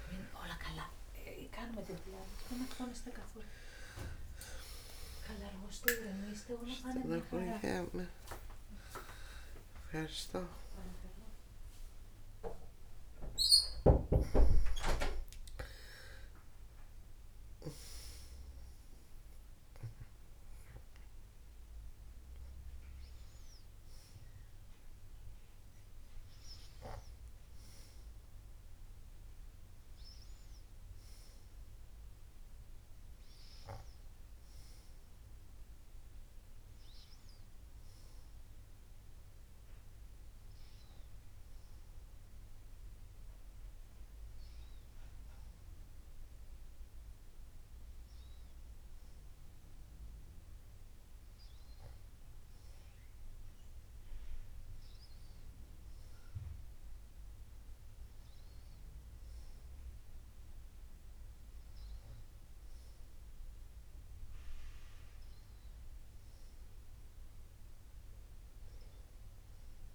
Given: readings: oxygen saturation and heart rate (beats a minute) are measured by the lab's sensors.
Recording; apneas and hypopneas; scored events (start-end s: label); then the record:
a person partly awake in a sleep study, by a room microphone; none
0.00-6.00 s: snoring (device-marked)
24.00-54.00 s: new sleep stage, N1 (lightest sleep)
54.00-69.95 s: new sleep stage, N2 (light sleep)
From the record:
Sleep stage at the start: awake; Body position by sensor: on the back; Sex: female